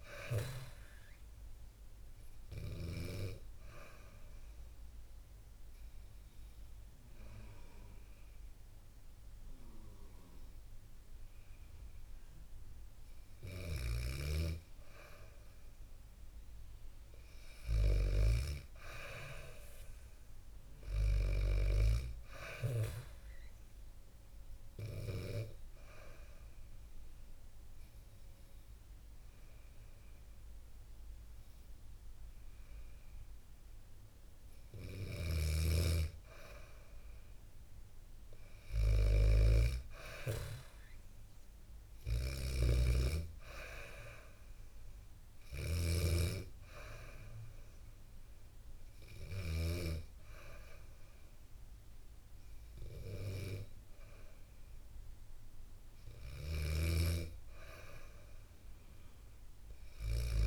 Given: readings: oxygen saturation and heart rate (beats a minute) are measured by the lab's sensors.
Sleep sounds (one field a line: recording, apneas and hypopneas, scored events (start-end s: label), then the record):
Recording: breathing in sleep by a room microphone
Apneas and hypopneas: 2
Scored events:
2.00-12.00 s: hypopnea (oxygen 99% before, 94% lowest, heart rate 64 before, 64 extreme, up 2 after)
16.50-20.50 s: arousal
25.50-36.50 s: hypopnea (oxygen 98% before, 94% lowest, heart rate 66 before, 64 extreme, up 5 after)
34.50-49.00 s: snoring (device-marked)
36.50-40.00 s: arousal
55.50-60.00 s: snoring (device-marked)
From the record:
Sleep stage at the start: N2 (light sleep)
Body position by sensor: on the back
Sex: female